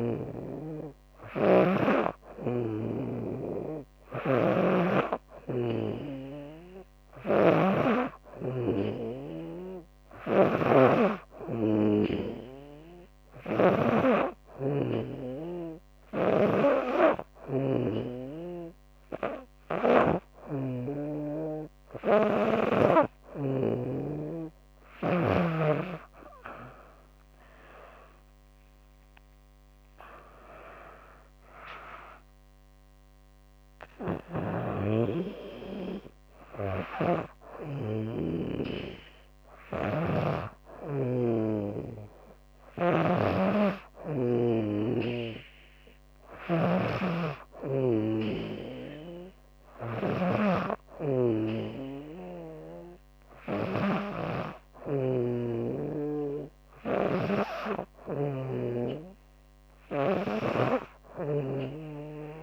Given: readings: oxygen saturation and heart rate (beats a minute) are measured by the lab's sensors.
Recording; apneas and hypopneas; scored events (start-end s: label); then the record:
breathing in sleep by a microphone on the trachea; 1
0.50-13.50 s: snoring (device-marked)
13.00-23.00 s: obstructive apnea (oxygen 98% before, 95% lowest, heart rate 80 before, 78 extreme, up 13 after)
15.50-19.50 s: snoring (device-marked)
21.50-25.00 s: snoring (device-marked)
25.50-28.50 s: arousal
36.00-62.43 s: snoring (device-marked)
From the record:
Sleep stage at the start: N2 (light sleep); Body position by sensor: on the back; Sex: female